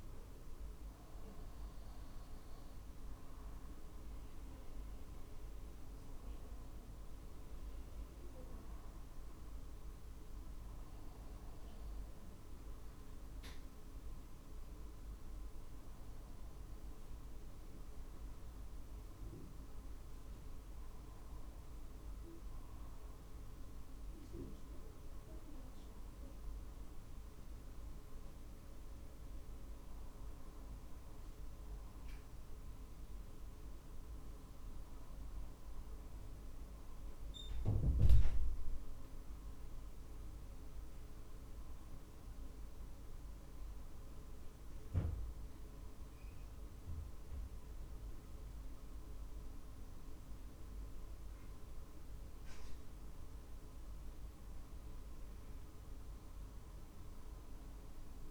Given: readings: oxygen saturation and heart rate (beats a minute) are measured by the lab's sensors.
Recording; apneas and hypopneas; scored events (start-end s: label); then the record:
breathing in sleep, hard to hear, by a room microphone; 1
0.00-3.00 s: drop in pulse transit time (device-marked, heart rate 47 extreme)
15.00-19.00 s: arousal
22.50-39.00 s: hypopnea (oxygen 95% before, 92% lowest, heart rate 47 before, 46 extreme, up 1 after)
39.00-42.50 s: arousal
46.00-58.31 s: drop in pulse transit time (device-marked, heart rate 47 before, 47 extreme)
From the record:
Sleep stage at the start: N2 (light sleep); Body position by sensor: on the back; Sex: male